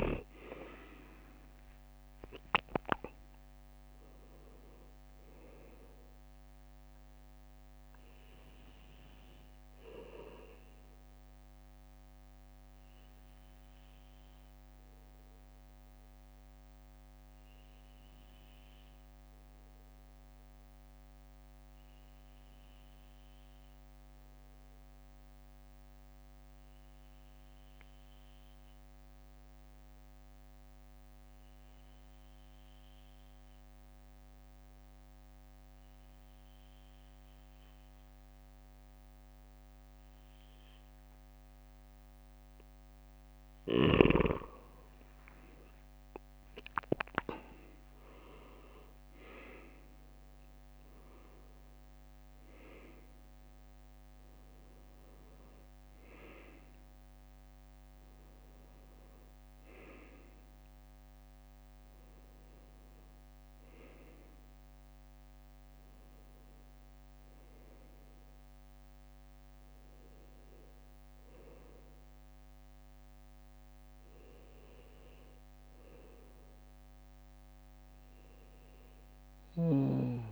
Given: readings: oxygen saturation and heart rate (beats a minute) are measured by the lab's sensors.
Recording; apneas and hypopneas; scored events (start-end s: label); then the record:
breathing in sleep by a microphone on the trachea; 1
7.00-36.00 s: bradycardia (device-marked, heart rate 59 before, 55 extreme)
11.00-41.50 s: obstructive apnea (oxygen 98% before, 95% lowest, heart rate 60 before, 55 extreme, up 6 after)
44.00-47.50 s: arousal
67.00-80.32 s: bradycardia (device-marked, heart rate 59 before, 58 extreme)
From the record:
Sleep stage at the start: N2 (light sleep); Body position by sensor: on the back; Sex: male